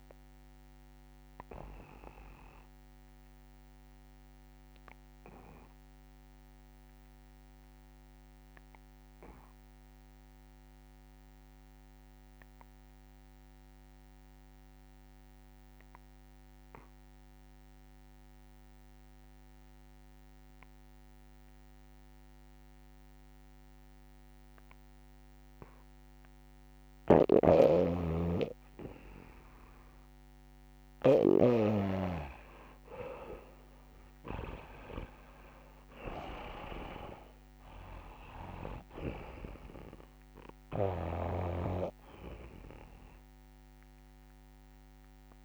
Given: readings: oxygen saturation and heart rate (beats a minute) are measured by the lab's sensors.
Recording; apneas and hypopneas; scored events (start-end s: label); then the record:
breathing in sleep by a microphone on the trachea; 1
0.00-13.50 s: oxygen desaturation (device-marked, oxygen 83% lowest, heart rate 66 extreme)
2.00-29.00 s: obstructive apnea (oxygen 97% before, 82% lowest, heart rate 70 before, 66 extreme, up 7 after)
26.50-45.44 s: oxygen desaturation (device-marked, oxygen 98% before, 82% lowest, heart rate 70 before, 66 extreme)
27.00-31.50 s: snoring (device-marked)
33.50-38.00 s: arousal
From the record:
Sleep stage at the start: N2 (light sleep); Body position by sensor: on the back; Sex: male